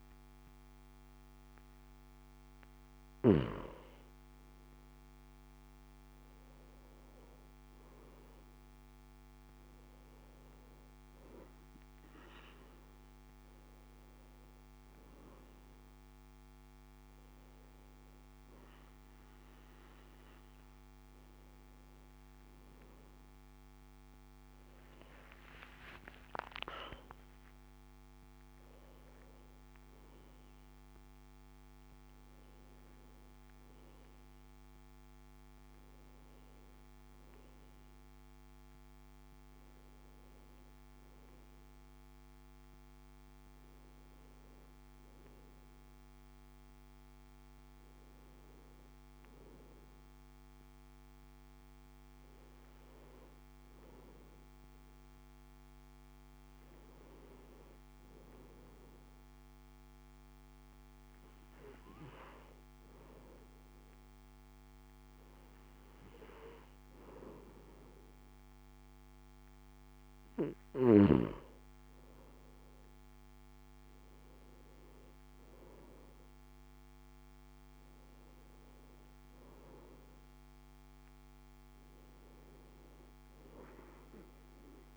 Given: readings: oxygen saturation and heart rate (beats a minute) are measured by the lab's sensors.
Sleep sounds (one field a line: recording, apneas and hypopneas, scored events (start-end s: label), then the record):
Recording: breathing in sleep by a microphone on the trachea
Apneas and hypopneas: none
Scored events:
18.50-78.50 s: new sleep stage, N1 (lightest sleep)
20.00-25.00 s: arousal
78.50-82.50 s: arousal
78.50-84.97 s: new sleep stage, N2 (light sleep)
From the record:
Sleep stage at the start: N2 (light sleep)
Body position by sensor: on the back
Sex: male